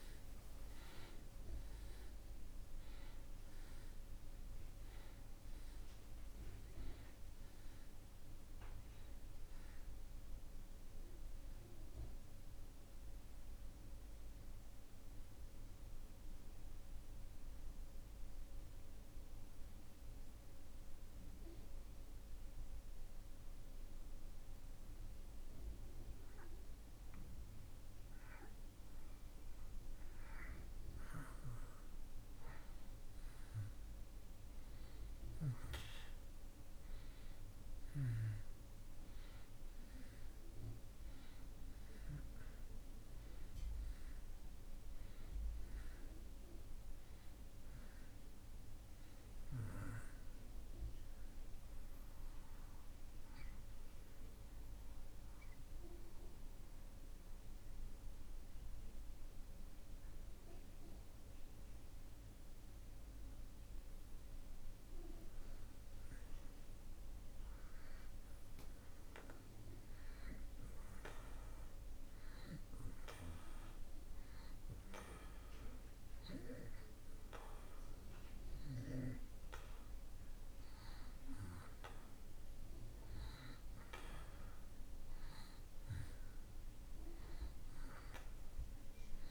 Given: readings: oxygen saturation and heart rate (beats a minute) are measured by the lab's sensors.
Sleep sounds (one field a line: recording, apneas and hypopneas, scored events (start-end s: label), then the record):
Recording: breathing in sleep by a room microphone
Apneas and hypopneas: 2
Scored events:
0.00-18.00 s: oxygen desaturation (device-marked, oxygen 83% lowest)
13.00-28.00 s: mixed apnea (oxygen 94% before, 86% lowest)
30.50-34.50 s: arousal
40.00-59.00 s: oxygen desaturation (device-marked, oxygen 96% before, 86% lowest)
54.00-65.00 s: obstructive apnea (oxygen 96% before, 86% lowest)
67.50-72.00 s: arousal
79.00-89.31 s: oxygen desaturation (device-marked, oxygen 94% before, 87% lowest)
From the record:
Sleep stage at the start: N2 (light sleep)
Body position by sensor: on the back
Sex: male